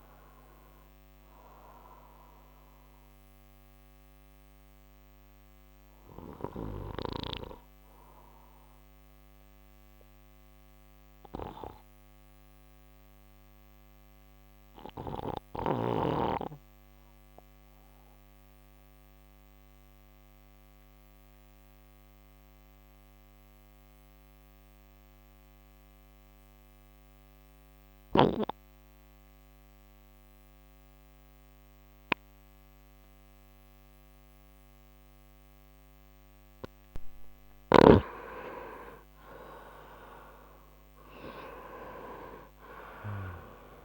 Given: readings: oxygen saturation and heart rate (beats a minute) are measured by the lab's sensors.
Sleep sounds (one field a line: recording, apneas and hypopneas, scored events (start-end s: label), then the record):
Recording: breathing in sleep by a microphone on the trachea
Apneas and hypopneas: 1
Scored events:
0.00-14.50 s: oxygen desaturation (device-marked, oxygen 89% lowest, heart rate 54 extreme)
3.50-36.50 s: obstructive apnea (oxygen 96% before, 89% lowest, heart rate 82 before, 54 extreme, up 5 after)
35.50-43.85 s: oxygen desaturation (device-marked, oxygen 98% before, 89% lowest, heart rate 60 before, 54 extreme)
39.50-43.50 s: arousal
From the record:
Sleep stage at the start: N2 (light sleep)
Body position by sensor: on the right side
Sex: male